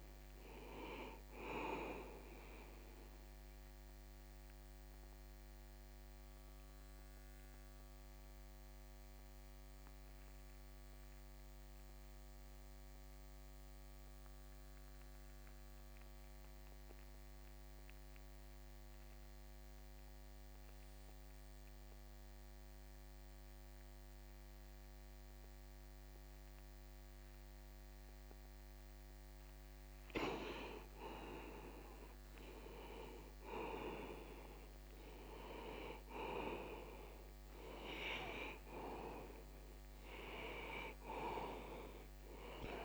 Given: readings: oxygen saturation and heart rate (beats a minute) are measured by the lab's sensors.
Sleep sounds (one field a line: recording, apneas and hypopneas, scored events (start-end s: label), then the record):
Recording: breathing in sleep by a microphone on the trachea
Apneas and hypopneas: 1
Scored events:
0.00-1.00 s: arousal
0.00-12.50 s: oxygen desaturation (device-marked, oxygen 82% lowest, heart rate 35 extreme)
3.00-31.00 s: mixed apnea (oxygen 96% before, 86% lowest)
33.50-37.50 s: arousal
37.50-42.85 s: oxygen desaturation (device-marked, oxygen 97% before, 86% lowest)
From the record:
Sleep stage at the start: N2 (light sleep)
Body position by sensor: on the back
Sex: male